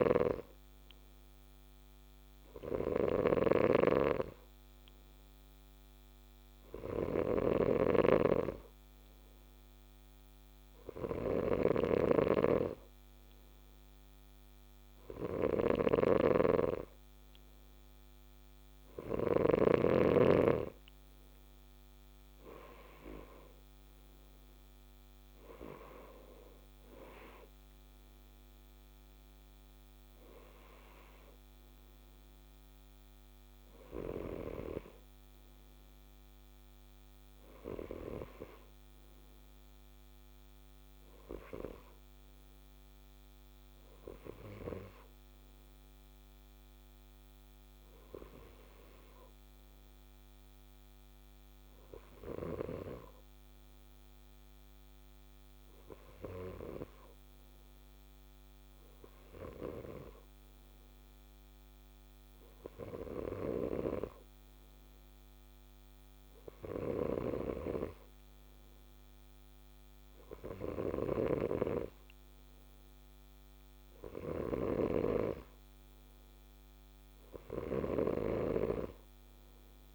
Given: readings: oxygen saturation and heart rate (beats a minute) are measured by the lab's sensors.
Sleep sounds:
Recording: breathing in sleep by a microphone on the trachea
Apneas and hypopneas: none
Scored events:
0.00-19.50 s: snoring (device-marked)
67.00-79.95 s: snoring (device-marked)
From the record:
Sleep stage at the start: N2 (light sleep)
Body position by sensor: on the left side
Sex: male

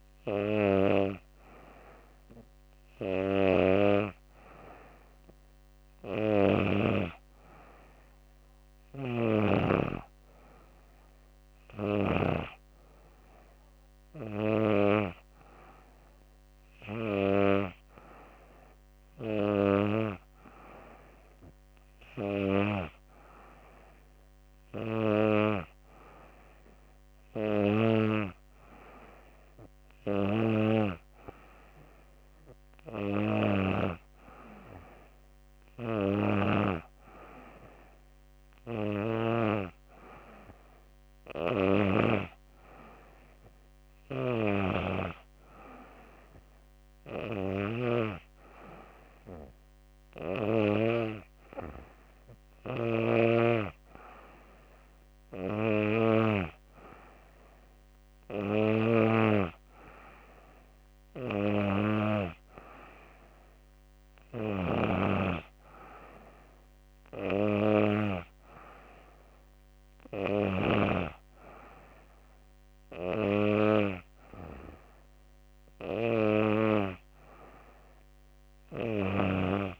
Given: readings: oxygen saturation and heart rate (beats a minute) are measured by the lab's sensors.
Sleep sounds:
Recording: breathing in sleep by a microphone on the trachea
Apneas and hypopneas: none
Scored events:
none scored
From the record:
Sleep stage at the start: N2 (light sleep)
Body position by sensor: on the back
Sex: female

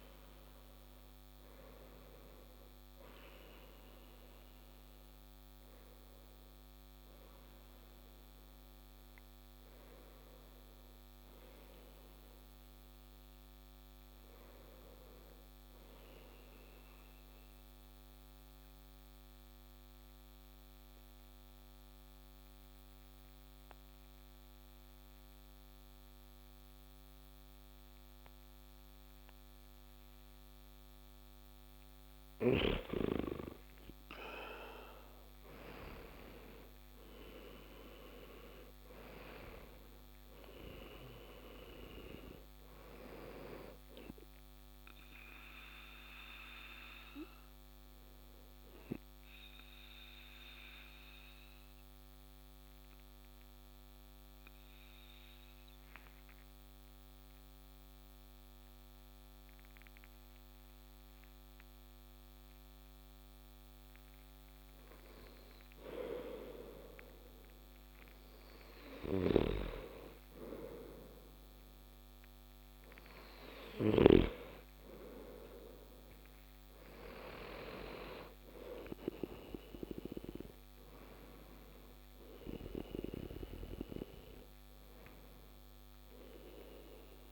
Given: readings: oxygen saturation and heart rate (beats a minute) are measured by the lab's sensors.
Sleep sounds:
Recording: breathing in sleep by a microphone on the trachea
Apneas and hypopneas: 2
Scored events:
15.00-31.50 s: central apnea (oxygen 96% before, 91% lowest)
33.50-38.00 s: arousal
37.00-64.00 s: oxygen desaturation (device-marked, oxygen 97% before, 91% lowest)
48.00-66.00 s: mixed apnea (oxygen 98% before, 91% lowest)
74.00-77.50 s: arousal
From the record:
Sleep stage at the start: N2 (light sleep)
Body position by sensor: on the back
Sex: male

